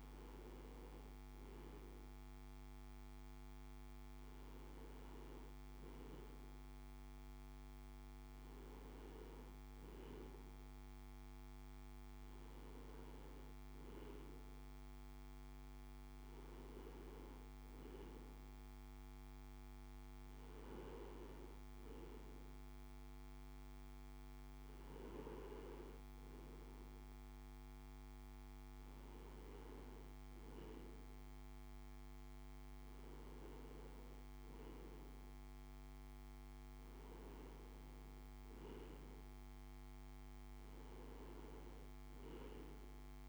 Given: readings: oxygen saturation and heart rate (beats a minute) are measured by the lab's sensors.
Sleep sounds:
breathing in sleep by a microphone on the trachea; none
none scored
From the record:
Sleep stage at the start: N2 (light sleep); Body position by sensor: on the right side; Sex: male

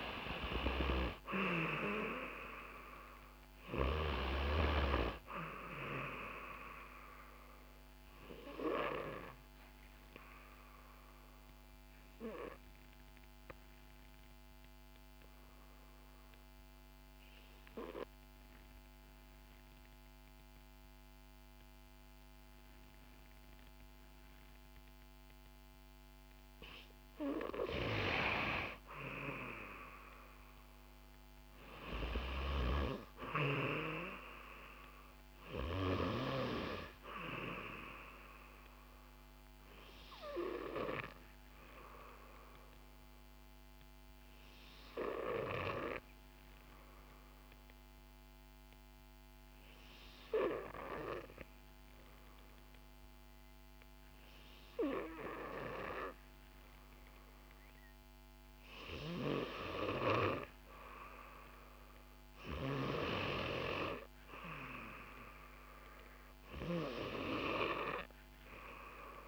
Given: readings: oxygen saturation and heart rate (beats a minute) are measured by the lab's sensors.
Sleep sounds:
breathing in sleep by a microphone on the trachea; 2
0.00-2.50 s: arousal
3.50-33.50 s: oxygen desaturation (device-marked, oxygen 97% before, 91% lowest, heart rate 63 before, 56 extreme)
9.50-25.50 s: obstructive apnea (oxygen 97% before, 91% lowest, heart rate 63 before, 56 extreme, up 9 after)
29.00-33.00 s: arousal
38.50-59.50 s: obstructive apnea (oxygen 96% before, 91% lowest, heart rate 62 before, 58 extreme, up 9 after)
63.50-65.50 s: long interval between heartbeats (device-marked, heart rate 60 before, 66 extreme)
63.50-67.50 s: arousal
From the record:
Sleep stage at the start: N2 (light sleep); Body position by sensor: on the back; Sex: female

